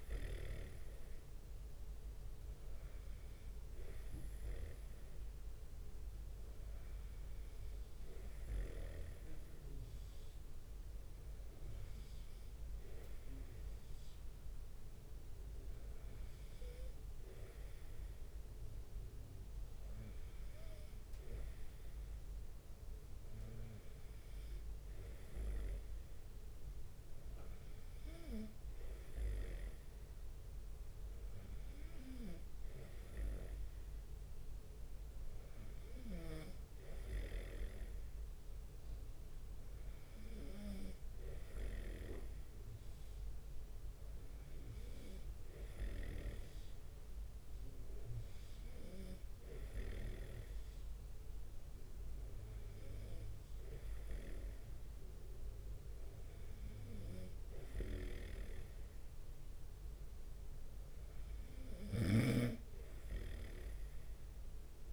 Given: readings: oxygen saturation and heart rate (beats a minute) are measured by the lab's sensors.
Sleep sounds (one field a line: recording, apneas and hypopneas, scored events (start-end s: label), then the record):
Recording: breathing in sleep by a room microphone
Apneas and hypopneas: none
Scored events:
0.00-1.00 s: snoring (device-marked)
13.50-16.00 s: leg movement (device-marked)
58.00-62.50 s: snoring (device-marked)
From the record:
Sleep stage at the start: N2 (light sleep)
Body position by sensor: on the right side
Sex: male